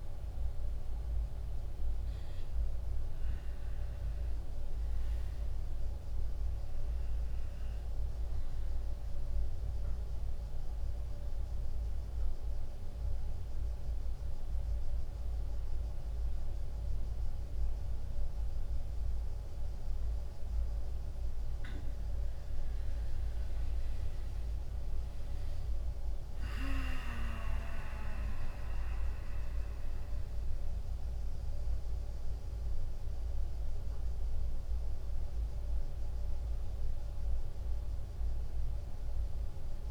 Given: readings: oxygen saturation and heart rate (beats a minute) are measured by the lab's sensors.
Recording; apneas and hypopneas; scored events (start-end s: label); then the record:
breathing in sleep, hard to hear, by a room microphone; 1
11.00-23.50 s: mixed apnea (oxygen 96% before, 92% lowest, heart rate 96 before, 82 extreme, up 2 after)
13.00-26.00 s: oxygen desaturation (device-marked, oxygen 96% before, 92% lowest, heart rate 95 before, 82 extreme)
25.00-39.91 s: drop in pulse transit time (device-marked, heart rate 95 before, 82 extreme)
28.50-33.50 s: arousal
From the record:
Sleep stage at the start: N2 (light sleep); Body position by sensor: on the right side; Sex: male